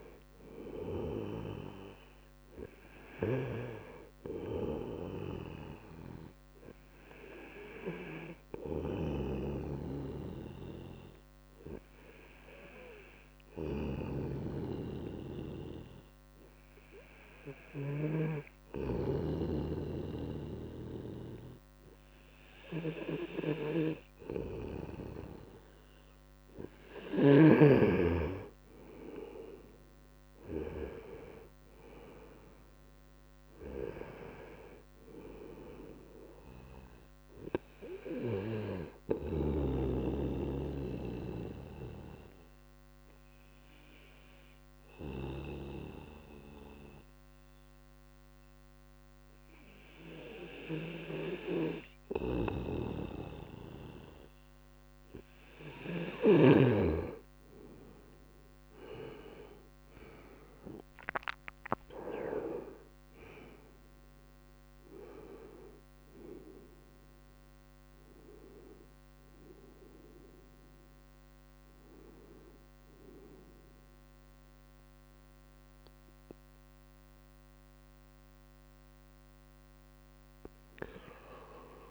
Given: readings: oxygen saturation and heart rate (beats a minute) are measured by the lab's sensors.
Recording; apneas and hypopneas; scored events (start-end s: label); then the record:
breathing in sleep by a microphone on the trachea; 2
0.00-1.50 s: arousal
2.00-21.00 s: oxygen desaturation (device-marked, oxygen 97% before, 93% lowest, heart rate 77 before, 76 extreme)
11.00-23.00 s: obstructive apnea (oxygen 97% before, 92% lowest, heart rate 77 before, 76 extreme, up 1 after)
26.00-30.00 s: arousal
35.00-53.00 s: oxygen desaturation (device-marked, oxygen 96% before, 92% lowest, heart rate 77 before, 75 extreme)
39.50-54.00 s: obstructive apnea (oxygen 96% before, 92% lowest, heart rate 77 before, 75 extreme, up 7 after)
59.00-63.00 s: arousal
71.00-81.91 s: new sleep stage, N1 (lightest sleep)
From the record:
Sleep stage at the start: N2 (light sleep); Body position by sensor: on the right side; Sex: male